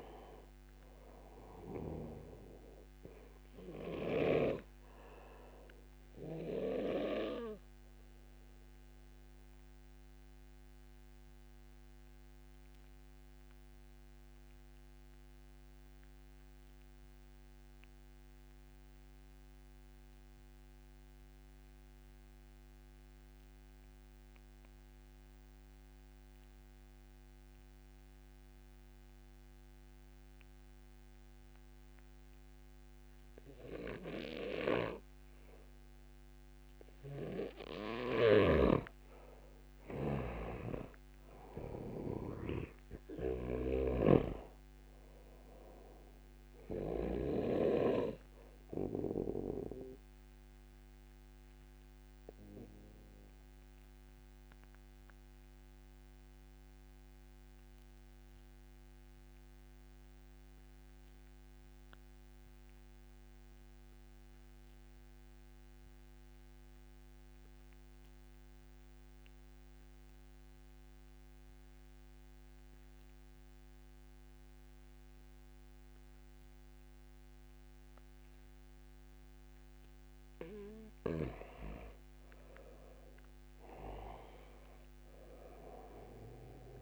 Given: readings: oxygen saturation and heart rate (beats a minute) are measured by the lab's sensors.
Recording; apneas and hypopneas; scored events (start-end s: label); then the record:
breathing in sleep by a microphone on the trachea; 2
0.00-21.00 s: oxygen desaturation (device-marked, oxygen 90% lowest, heart rate 28 extreme)
4.00-37.00 s: obstructive apnea (oxygen 98% before, 88% lowest, heart rate 52 before, 47 extreme, up 15 after)
35.00-63.00 s: oxygen desaturation (device-marked, oxygen 96% before, 88% lowest, heart rate 68 before, 47 extreme)
38.00-47.50 s: snoring (device-marked)
39.00-43.00 s: arousal
51.50-78.50 s: obstructive apnea (oxygen 98% before, 88% lowest, heart rate 62 before, 35 extreme, up 7 after)
78.00-86.82 s: oxygen desaturation (device-marked, oxygen 97% before, 88% lowest, heart rate 68 before, 28 extreme)
81.50-85.00 s: arousal
From the record:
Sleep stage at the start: REM sleep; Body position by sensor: on the back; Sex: male